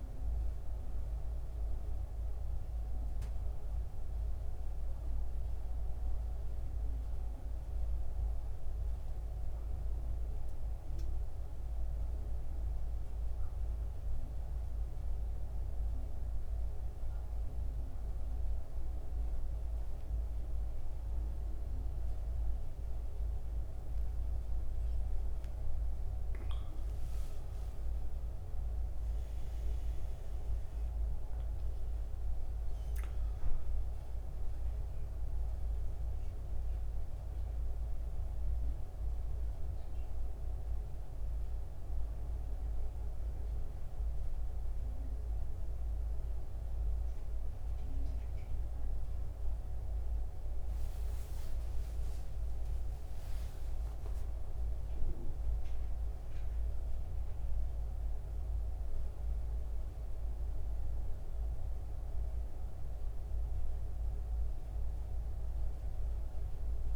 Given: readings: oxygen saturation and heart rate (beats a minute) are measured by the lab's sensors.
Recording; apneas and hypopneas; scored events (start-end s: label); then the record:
breathing in sleep, hard to hear, by a room microphone; 1
0.00-4.50 s: oxygen desaturation (device-marked, oxygen 87% lowest, heart rate 63 extreme)
4.00-25.00 s: central apnea (oxygen 95% before, 89% lowest, heart rate 71 before, 63 extreme, up 17 after)
25.50-66.96 s: oxygen desaturation (device-marked, oxygen 96% before, 89% lowest, heart rate 64 before, 70 extreme)
27.00-30.00 s: arousal
38.50-66.96 s: new sleep stage, N1 (lightest sleep)
From the record:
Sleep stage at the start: N2 (light sleep); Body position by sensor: on the back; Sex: male